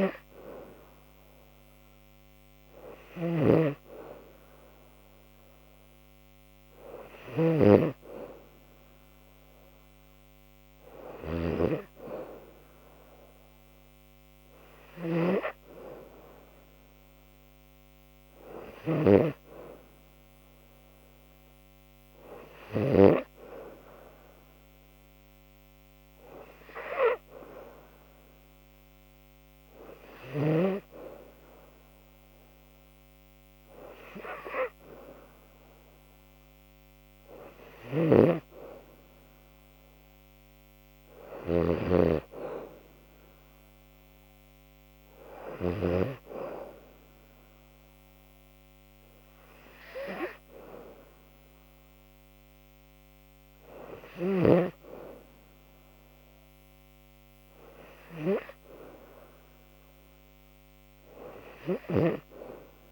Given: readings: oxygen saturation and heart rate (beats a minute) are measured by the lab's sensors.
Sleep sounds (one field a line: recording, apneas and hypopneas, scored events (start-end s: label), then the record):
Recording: breathing in sleep by a microphone on the trachea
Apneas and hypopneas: none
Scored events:
37.50-41.50 s: snoring (device-marked)
From the record:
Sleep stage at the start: N2 (light sleep)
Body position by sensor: on the back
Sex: female